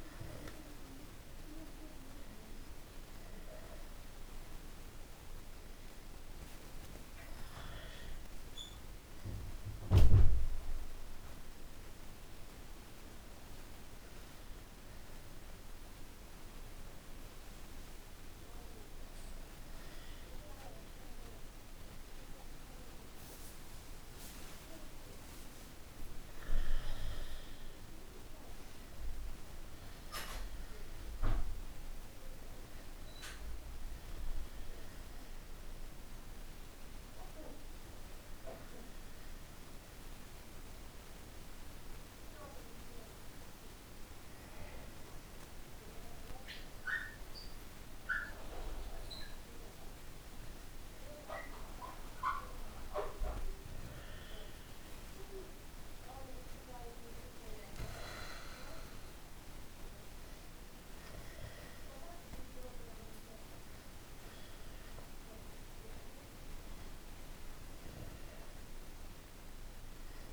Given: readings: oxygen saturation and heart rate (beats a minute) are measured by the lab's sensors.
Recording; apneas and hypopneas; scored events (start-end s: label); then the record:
breathing in sleep by a room microphone; none
19.50-25.00 s: arousal
From the record:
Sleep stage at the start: N1 (lightest sleep); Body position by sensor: on the back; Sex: male